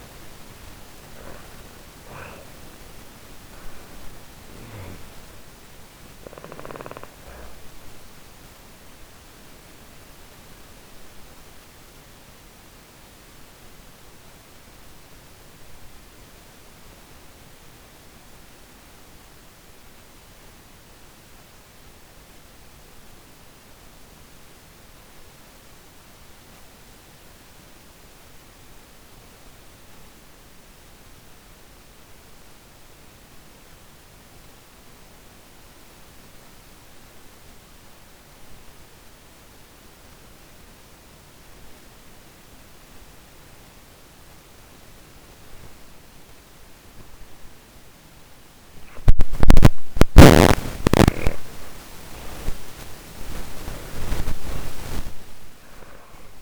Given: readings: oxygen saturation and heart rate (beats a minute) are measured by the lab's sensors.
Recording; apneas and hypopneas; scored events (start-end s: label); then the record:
breathing in sleep by a microphone on the trachea; 1
0.00-3.50 s: arousal
0.00-25.00 s: oxygen desaturation (device-marked, oxygen 79% lowest, heart rate 38 extreme)
6.50-48.50 s: obstructive apnea (oxygen 99% before, 78% lowest, heart rate 72 before, 38 extreme, up 45 after)
38.00-56.42 s: oxygen desaturation (device-marked, oxygen 99% before, 78% lowest, heart rate 51 before, 45 extreme)
49.00-53.00 s: snoring (device-marked)
51.00-55.50 s: arousal
From the record:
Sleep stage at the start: N2 (light sleep); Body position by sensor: on the back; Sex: female